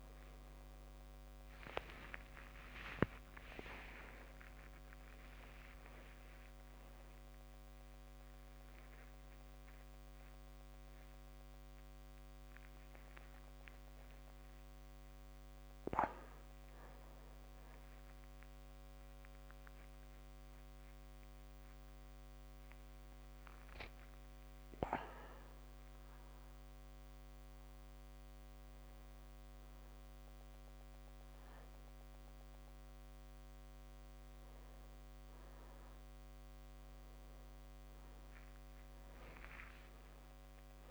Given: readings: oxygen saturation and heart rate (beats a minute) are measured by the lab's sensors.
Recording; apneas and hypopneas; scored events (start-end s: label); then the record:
a person awake in a sleep study, by a microphone on the trachea; none
0.00-3.50 s: drop in pulse transit time (device-marked, heart rate 80 extreme)
13.00-15.00 s: long interval between heartbeats (device-marked)
21.50-40.91 s: new sleep stage, N1 (lightest sleep)
24.50-26.50 s: long interval between heartbeats (device-marked)
From the record:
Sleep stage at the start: awake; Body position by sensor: on the back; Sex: male